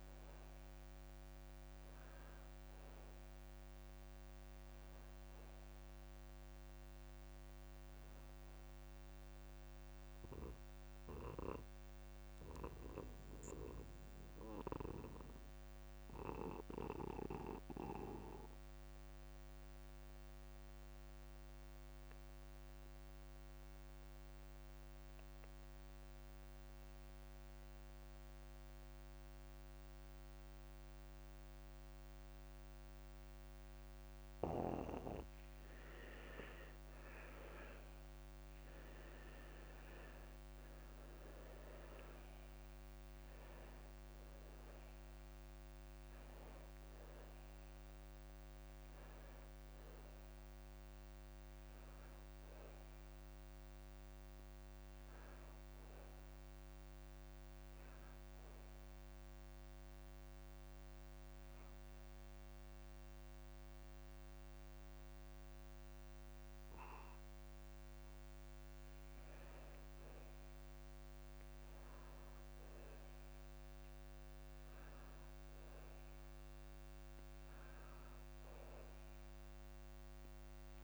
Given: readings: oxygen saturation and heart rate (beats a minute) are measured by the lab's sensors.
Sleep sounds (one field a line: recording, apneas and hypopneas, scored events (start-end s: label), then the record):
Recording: breathing in sleep by a microphone on the trachea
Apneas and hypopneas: 2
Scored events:
0.00-12.00 s: oxygen desaturation (device-marked, oxygen 92% lowest)
10.00-35.00 s: mixed apnea (oxygen 97% before, 83% lowest)
30.00-69.00 s: oxygen desaturation (device-marked, oxygen 96% before, 83% lowest)
38.00-41.50 s: arousal
57.50-69.00 s: hypopnea (oxygen 95% before, 83% lowest)
71.50-74.50 s: arousal
From the record:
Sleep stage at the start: N2 (light sleep)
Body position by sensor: on the back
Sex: male